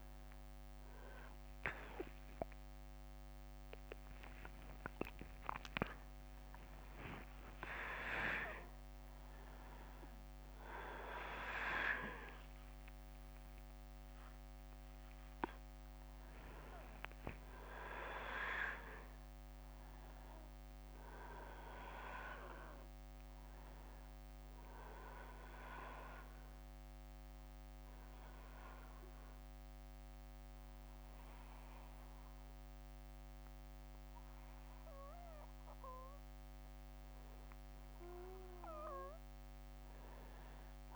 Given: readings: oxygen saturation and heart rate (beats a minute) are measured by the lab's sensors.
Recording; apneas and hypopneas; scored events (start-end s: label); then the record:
a person awake in a sleep study, by a microphone on the trachea; none
2.50-40.96 s: new sleep stage, awake
From the record:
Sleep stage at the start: N1 (lightest sleep); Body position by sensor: on the back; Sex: male